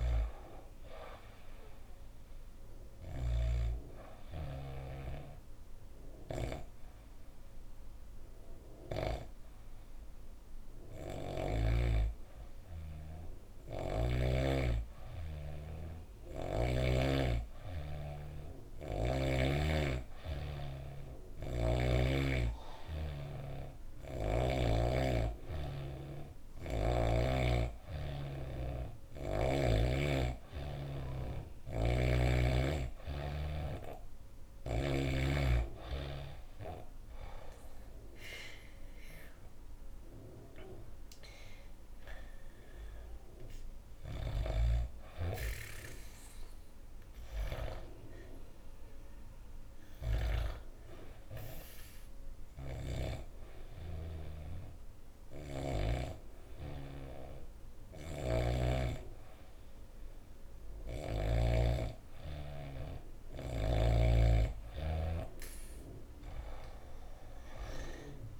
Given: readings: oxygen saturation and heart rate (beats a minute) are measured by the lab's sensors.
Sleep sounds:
breathing in sleep by a room microphone; 2
0.00-3.00 s: snoring (device-marked)
0.50-12.50 s: obstructive apnea (oxygen 95% before, 93% lowest, heart rate 70 before, 68 extreme, up 2 after)
14.50-18.50 s: arousal
20.50-24.00 s: snoring (device-marked)
31.00-34.50 s: snoring (device-marked)
38.00-42.50 s: arousal
43.50-55.50 s: snoring (device-marked)
46.50-61.50 s: obstructive apnea (oxygen 97% before, 92% lowest, heart rate 73 before, 62 extreme, up 4 after)
57.50-61.00 s: snoring (device-marked)
From the record:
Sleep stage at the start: N2 (light sleep); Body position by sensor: on the back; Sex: female

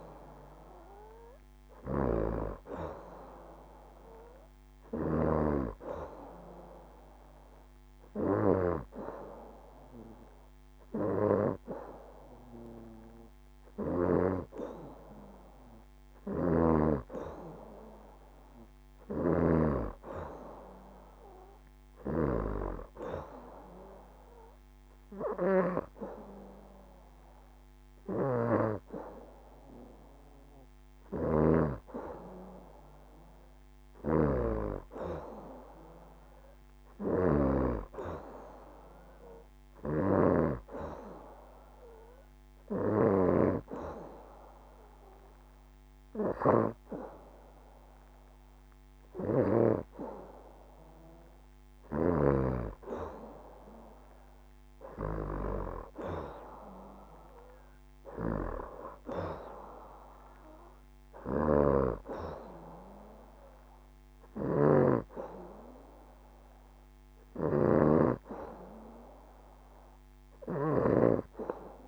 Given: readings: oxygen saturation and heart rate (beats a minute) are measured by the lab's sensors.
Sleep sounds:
breathing in sleep by a microphone on the trachea; 2
6.00-17.00 s: oxygen desaturation (device-marked, oxygen 95% before, 91% lowest, heart rate 68 before, 69 extreme)
15.50-19.00 s: snoring (device-marked)
22.50-33.00 s: hypopnea (oxygen 95% before, 90% lowest, heart rate 70 before, 68 extreme, up 0 after)
24.00-36.00 s: oxygen desaturation (device-marked, oxygen 94% before, 91% lowest, heart rate 70 before, 68 extreme)
27.50-52.00 s: snoring (device-marked)
35.00-38.00 s: arousal
41.00-52.00 s: hypopnea (oxygen 94% before, 90% lowest, heart rate 70 before, 68 extreme, up 2 after)
54.50-57.50 s: arousal
60.50-71.88 s: snoring (device-marked)
62.00-71.88 s: oxygen desaturation (device-marked, oxygen 93% before, 90% lowest, heart rate 71 before, 68 extreme)
From the record:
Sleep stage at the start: N2 (light sleep); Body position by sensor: on the back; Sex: female

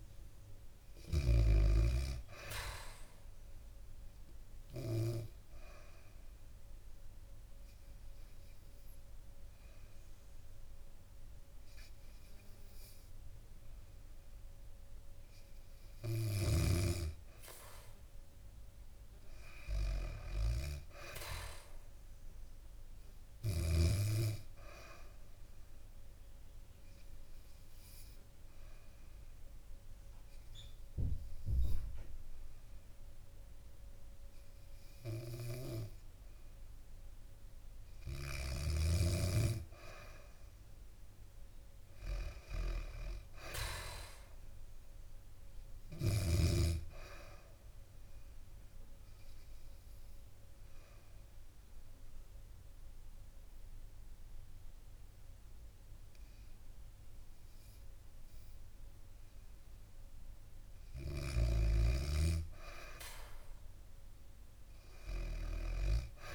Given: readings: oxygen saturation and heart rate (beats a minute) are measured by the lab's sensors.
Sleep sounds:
breathing in sleep by a room microphone; 3
0.00-1.00 s: arousal
4.00-15.50 s: obstructive apnea (oxygen 98% before, 92% lowest, heart rate 68 before, 66 extreme, up 3 after)
17.00-20.50 s: arousal
25.00-38.00 s: obstructive apnea (oxygen 97% before, 92% lowest, heart rate 68 before, 66 extreme, up 2 after)
40.50-43.00 s: arousal
47.00-60.00 s: obstructive apnea (oxygen 97% before, 91% lowest, heart rate 69 before, 66 extreme, up 2 after)
47.00-61.00 s: oxygen desaturation (device-marked, oxygen 97% before, 92% lowest, heart rate 69 before, 66 extreme)
62.00-65.50 s: arousal
From the record:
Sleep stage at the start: N2 (light sleep); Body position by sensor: on the back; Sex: female

